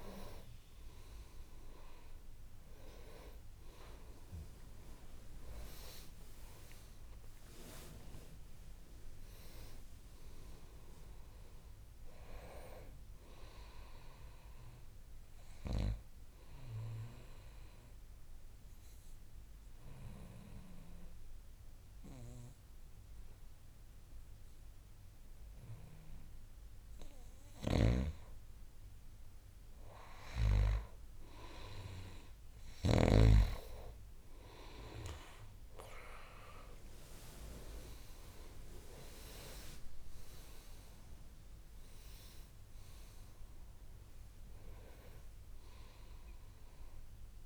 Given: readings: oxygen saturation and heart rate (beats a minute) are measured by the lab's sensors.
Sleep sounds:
breathing in sleep by a room microphone; 1
0.00-25.00 s: oxygen desaturation (device-marked, oxygen 86% lowest, heart rate 55 extreme)
16.50-27.50 s: obstructive apnea (oxygen 99% before, 87% lowest, heart rate 75 before, 55 extreme, up 10 after)
27.50-33.50 s: snoring (device-marked)
30.00-33.50 s: arousal
36.00-47.46 s: oxygen desaturation (device-marked, oxygen 98% before, 88% lowest, heart rate 60 before, 55 extreme)
From the record:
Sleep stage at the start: N2 (light sleep); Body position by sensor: on the back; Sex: male

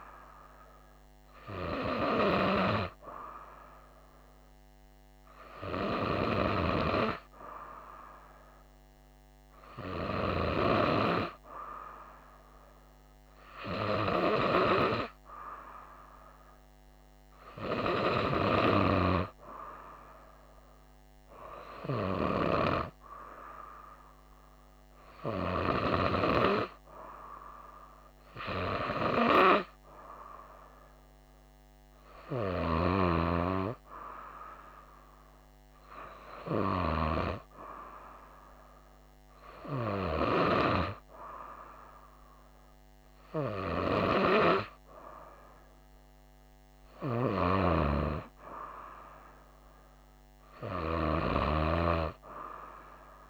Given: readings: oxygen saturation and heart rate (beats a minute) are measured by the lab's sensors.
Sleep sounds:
breathing in sleep by a microphone on the trachea; none
none scored
From the record:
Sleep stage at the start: N2 (light sleep); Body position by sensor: on the right side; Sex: female

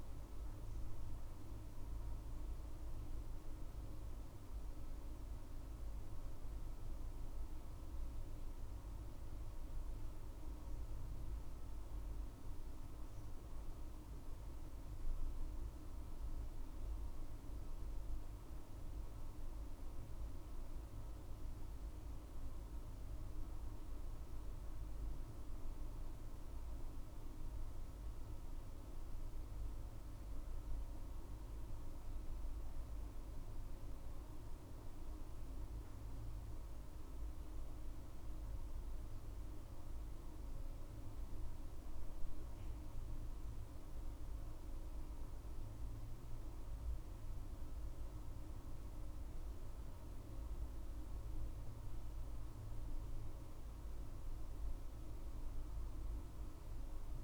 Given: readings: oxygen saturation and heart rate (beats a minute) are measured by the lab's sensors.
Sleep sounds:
breathing in sleep, hard to hear, by a room microphone; none
none scored
From the record:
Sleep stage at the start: N2 (light sleep); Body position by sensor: on the back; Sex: female

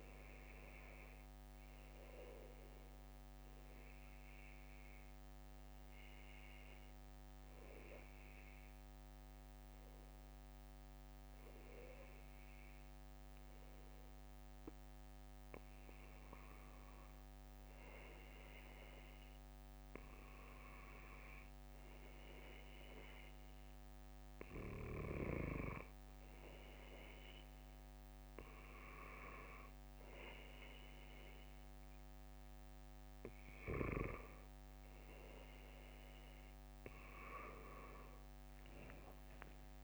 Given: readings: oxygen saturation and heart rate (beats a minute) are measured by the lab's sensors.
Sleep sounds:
breathing in sleep by a microphone on the trachea; 1
2.50-35.00 s: hypopnea (oxygen 97% before, 95% lowest, heart rate 68 before, 65 extreme, up 7 after)
From the record:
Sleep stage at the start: N2 (light sleep); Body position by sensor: on the back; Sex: male

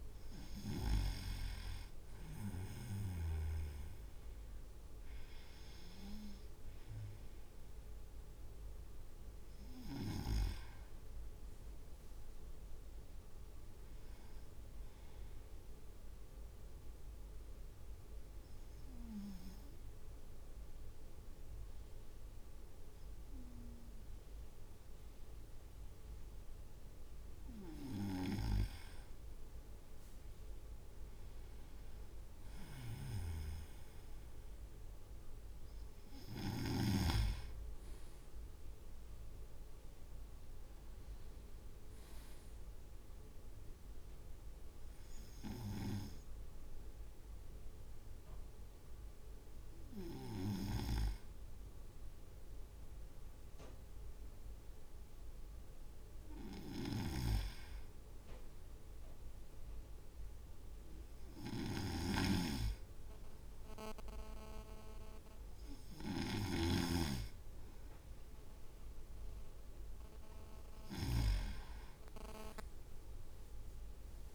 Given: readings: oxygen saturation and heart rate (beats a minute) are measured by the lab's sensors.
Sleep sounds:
breathing in sleep by a room microphone; 2
10.00-13.00 s: arousal
16.00-28.50 s: obstructive apnea (oxygen 99% before, 96% lowest, heart rate 53 before, 48 extreme, up 5 after)
29.50-30.50 s: leg movement (device-marked)
33.00-37.00 s: snoring (device-marked)
39.00-42.50 s: arousal
45.00-56.50 s: hypopnea (oxygen 98% before, 96% lowest, heart rate 54 before, 50 extreme, up 6 after)
57.00-71.50 s: snoring (device-marked)
59.50-62.50 s: arousal
From the record:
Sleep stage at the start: N2 (light sleep); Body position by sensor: on the right side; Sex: male

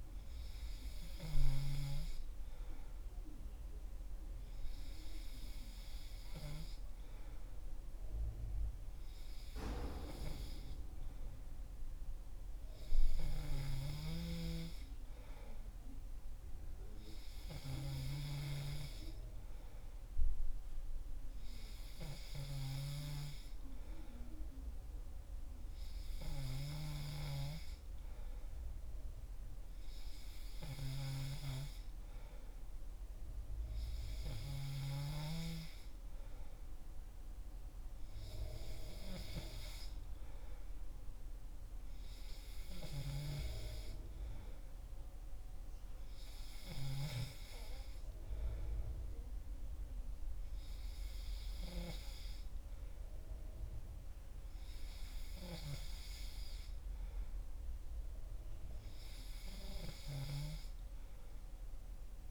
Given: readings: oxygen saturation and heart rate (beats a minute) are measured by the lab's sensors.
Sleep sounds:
breathing in sleep by a room microphone; none
none scored
From the record:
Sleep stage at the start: N2 (light sleep); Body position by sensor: on the back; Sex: male

